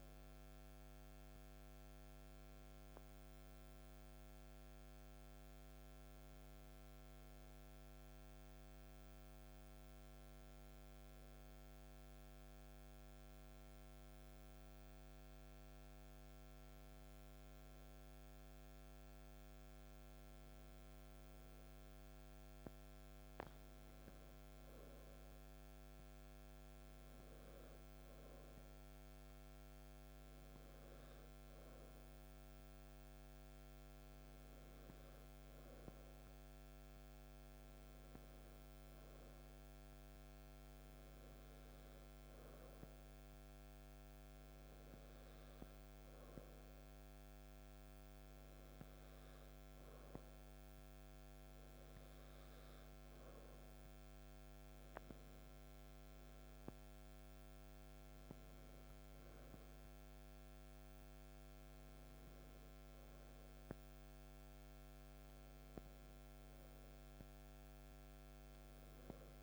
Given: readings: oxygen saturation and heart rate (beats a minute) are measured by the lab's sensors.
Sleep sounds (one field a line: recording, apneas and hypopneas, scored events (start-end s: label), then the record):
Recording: breathing in sleep, hard to hear, by a microphone on the trachea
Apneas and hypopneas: 1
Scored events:
4.00-21.00 s: hypopnea (oxygen 97% before, 96% lowest, heart rate 55 before, 53 extreme, up 2 after)
23.00-27.50 s: arousal
From the record:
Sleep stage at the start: N2 (light sleep)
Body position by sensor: on the back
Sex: male